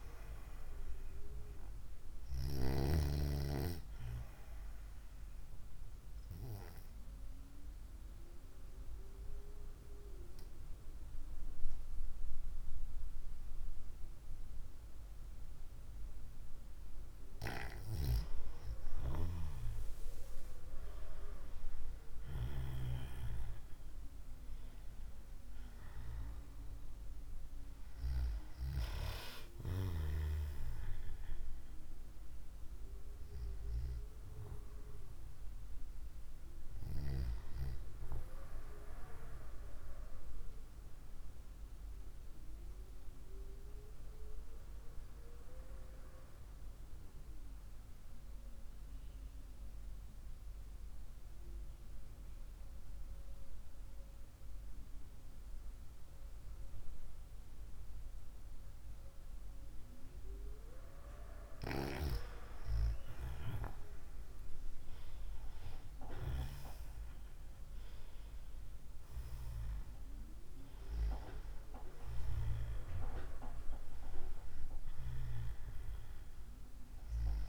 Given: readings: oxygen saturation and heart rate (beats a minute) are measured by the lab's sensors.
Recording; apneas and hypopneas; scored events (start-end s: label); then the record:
breathing in sleep by a room microphone; 2
6.50-17.50 s: obstructive apnea (oxygen 95% before, 93% lowest, heart rate 61 before, 58 extreme, up 3 after)
19.50-23.00 s: arousal
31.50-35.00 s: arousal
40.50-61.00 s: obstructive apnea (oxygen 96% before, 93% lowest, heart rate 63 before, 54 extreme, up 1 after)
61.00-77.49 s: oxygen desaturation (device-marked, oxygen 97% before, 93% lowest, heart rate 60 before, 59 extreme)
64.50-69.00 s: arousal
From the record:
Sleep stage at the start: N2 (light sleep); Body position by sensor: on the right side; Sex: female